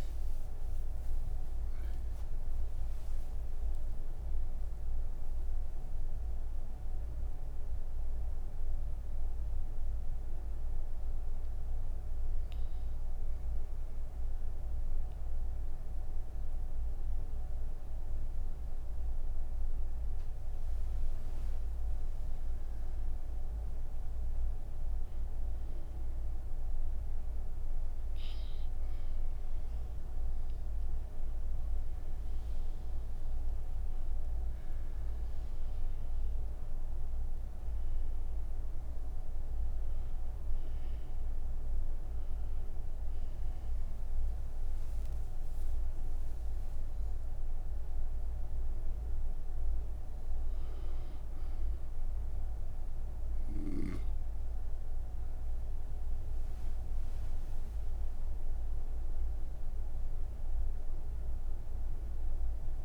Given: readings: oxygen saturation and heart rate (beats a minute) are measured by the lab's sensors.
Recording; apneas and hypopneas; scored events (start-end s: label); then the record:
breathing in sleep, hard to hear, by a room microphone; 1
4.00-62.85 s: new sleep stage, N3 (deep sleep)
6.50-19.00 s: hypopnea (oxygen 97% before, 93% lowest)
46.00-61.00 s: oxygen desaturation (device-marked, oxygen 97% before, 93% lowest)
From the record:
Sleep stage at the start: N1 (lightest sleep); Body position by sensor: on the right side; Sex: female